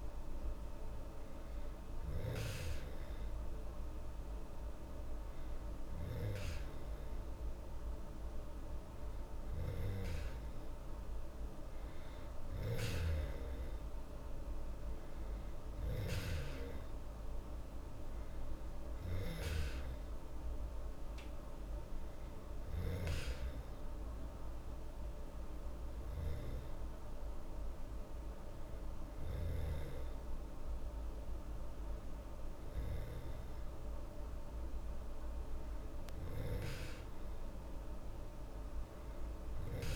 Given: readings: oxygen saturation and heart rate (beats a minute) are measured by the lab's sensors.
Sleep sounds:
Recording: breathing in sleep by a room microphone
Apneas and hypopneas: none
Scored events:
12.00-19.00 s: snoring (device-marked)
From the record:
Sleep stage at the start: N2 (light sleep)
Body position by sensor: on the back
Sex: female

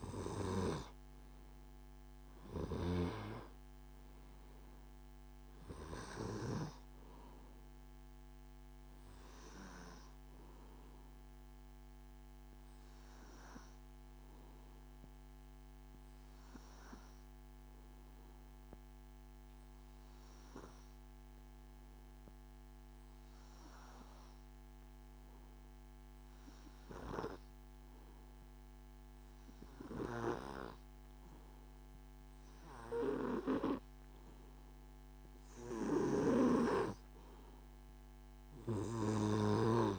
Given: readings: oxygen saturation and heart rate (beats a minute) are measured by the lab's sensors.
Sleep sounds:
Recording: breathing in sleep by a microphone on the trachea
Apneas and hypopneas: 1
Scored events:
0.00-1.00 s: arousal
1.50-25.50 s: oxygen desaturation (device-marked, oxygen 97% before, 93% lowest, heart rate 70 before, 65 extreme)
12.50-34.50 s: obstructive apnea (oxygen 97% before, 89% lowest, heart rate 72 before, 65 extreme, up 4 after)
35.50-38.50 s: arousal
36.50-39.99 s: oxygen desaturation (device-marked, oxygen 98% before, 91% lowest, heart rate 68 before, 67 extreme)
From the record:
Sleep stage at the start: N2 (light sleep)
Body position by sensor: on the back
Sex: male

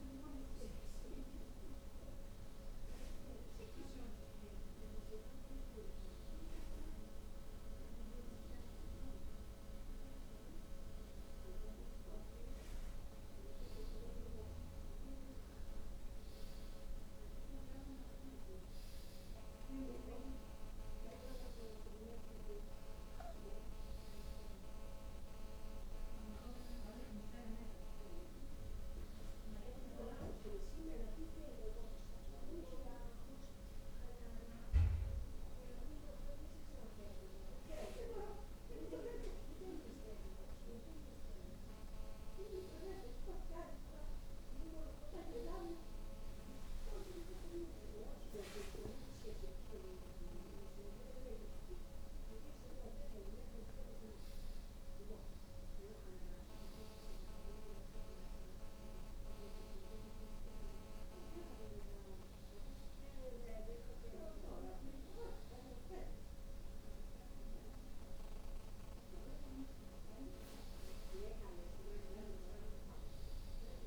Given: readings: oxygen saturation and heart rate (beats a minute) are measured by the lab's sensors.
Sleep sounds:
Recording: breathing in sleep by a room microphone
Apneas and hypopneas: none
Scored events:
none scored
From the record:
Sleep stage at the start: N1 (lightest sleep)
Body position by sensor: on the back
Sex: female

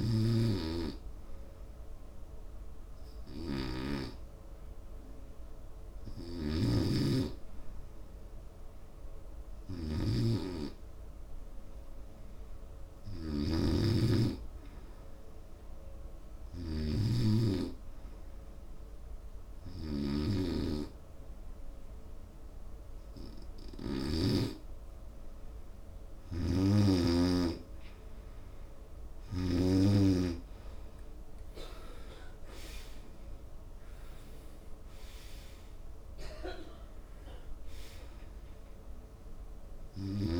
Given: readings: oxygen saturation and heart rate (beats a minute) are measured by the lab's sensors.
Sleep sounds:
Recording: breathing in sleep by a room microphone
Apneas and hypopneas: none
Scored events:
0.00-2.50 s: arousal
34.00-37.50 s: arousal
From the record:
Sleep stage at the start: N2 (light sleep)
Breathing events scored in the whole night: 401 in 5.4 hours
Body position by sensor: on the right side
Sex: male

